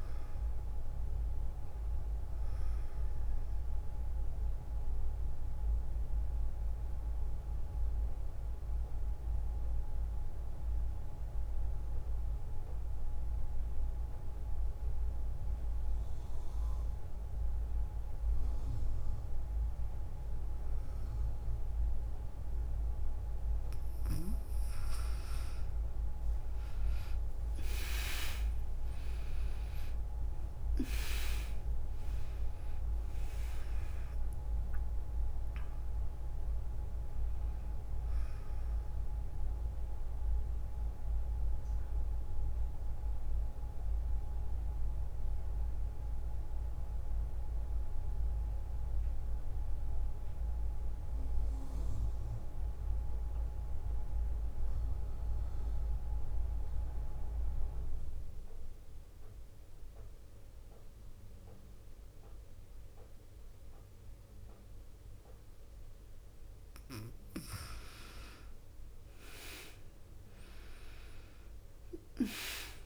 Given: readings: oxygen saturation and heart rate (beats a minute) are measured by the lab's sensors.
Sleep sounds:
breathing in sleep by a room microphone; 2
0.00-15.00 s: oxygen desaturation (device-marked, oxygen 89% lowest, heart rate 53 extreme)
5.50-23.50 s: mixed apnea (oxygen 100% before, 85% lowest, heart rate 61 before, 54 extreme, up 7 after)
26.00-31.00 s: arousal
27.00-52.00 s: oxygen desaturation (device-marked, oxygen 99% before, 89% lowest, heart rate 57 before, 55 extreme)
40.00-67.00 s: mixed apnea (oxygen 99% before, 85% lowest, heart rate 62 before, 55 extreme, up 7 after)
66.00-72.86 s: oxygen desaturation (device-marked, oxygen 99% before, 85% lowest, heart rate 58 before, 57 extreme)
68.50-72.50 s: arousal
From the record:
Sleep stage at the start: N2 (light sleep); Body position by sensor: on the back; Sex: female

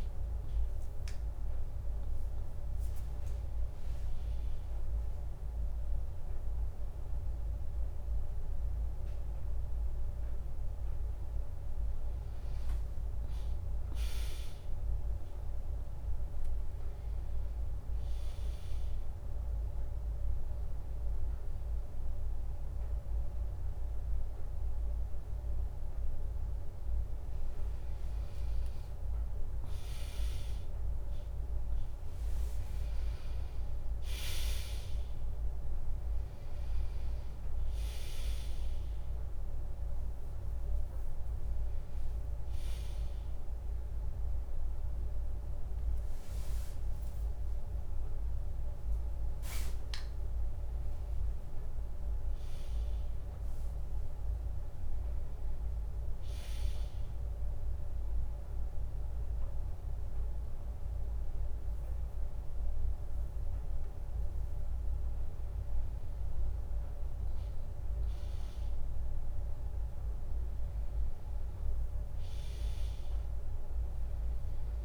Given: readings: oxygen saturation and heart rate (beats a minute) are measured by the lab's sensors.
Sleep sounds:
breathing in sleep, hard to hear, by a room microphone; none
4.50-64.50 s: new sleep stage, N2 (light sleep)
31.50-46.50 s: drop in pulse transit time (device-marked, heart rate 77 before, 68 extreme)
64.50-74.85 s: new sleep stage, N1 (lightest sleep)
From the record:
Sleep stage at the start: N1 (lightest sleep); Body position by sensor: on the back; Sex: female

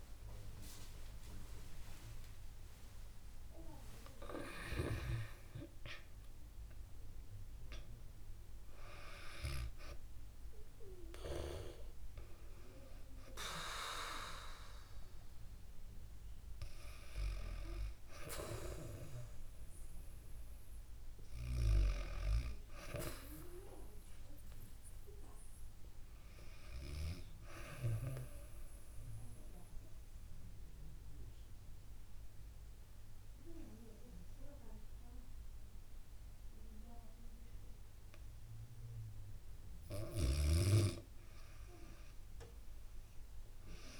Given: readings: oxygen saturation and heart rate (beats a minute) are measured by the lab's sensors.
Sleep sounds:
breathing in sleep by a room microphone; 1
0.00-2.00 s: oxygen desaturation (device-marked, oxygen 92% lowest, heart rate 60 extreme)
0.00-5.00 s: arousal
28.00-39.50 s: mixed apnea (oxygen 99% before, 92% lowest, heart rate 72 before, 59 extreme, up 4 after)
39.00-44.00 s: snoring (device-marked)
42.00-44.00 s: arousal
From the record:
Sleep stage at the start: REM sleep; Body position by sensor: on the back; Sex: female

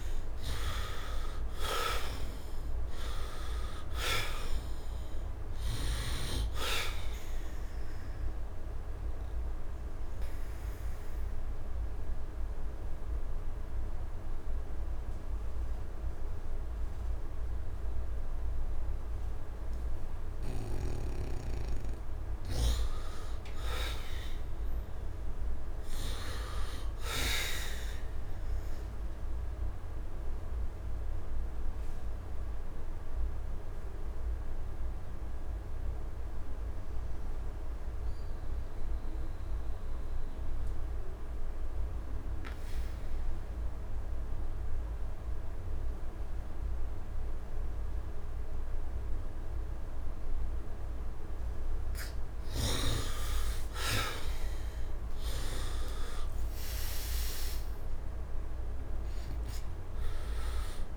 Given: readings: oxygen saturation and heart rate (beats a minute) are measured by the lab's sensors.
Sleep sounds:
breathing in sleep by a room microphone; 2
0.00-3.50 s: arousal
0.00-24.00 s: oxygen desaturation (device-marked, oxygen 69% lowest, heart rate 66 extreme)
7.50-21.00 s: obstructive apnea (oxygen 99% before, 69% lowest, heart rate 77 before, 66 extreme, up 11 after)
23.00-26.00 s: arousal
29.50-51.00 s: obstructive apnea (oxygen 100% before, 75% lowest, heart rate 76 before, 66 extreme, up 12 after)
48.00-60.97 s: oxygen desaturation (device-marked, oxygen 98% before, 75% lowest, heart rate 73 before, 67 extreme)
55.00-59.00 s: arousal
From the record:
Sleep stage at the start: N2 (light sleep); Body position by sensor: on the right side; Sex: male

